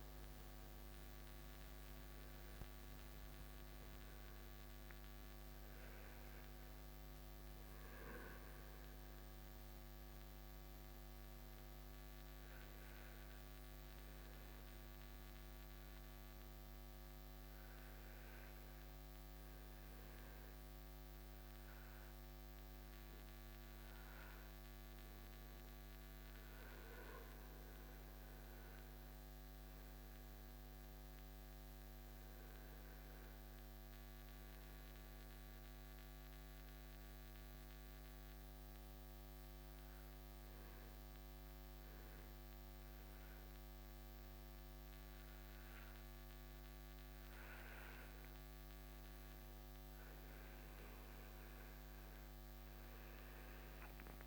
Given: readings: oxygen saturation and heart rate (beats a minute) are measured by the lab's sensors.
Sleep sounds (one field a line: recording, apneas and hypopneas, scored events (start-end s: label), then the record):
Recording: breathing in sleep, hard to hear, by a microphone on the trachea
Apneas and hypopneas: 1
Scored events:
34.00-47.00 s: hypopnea (oxygen 97% before, 93% lowest)
From the record:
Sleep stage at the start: N2 (light sleep)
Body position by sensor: on the back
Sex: male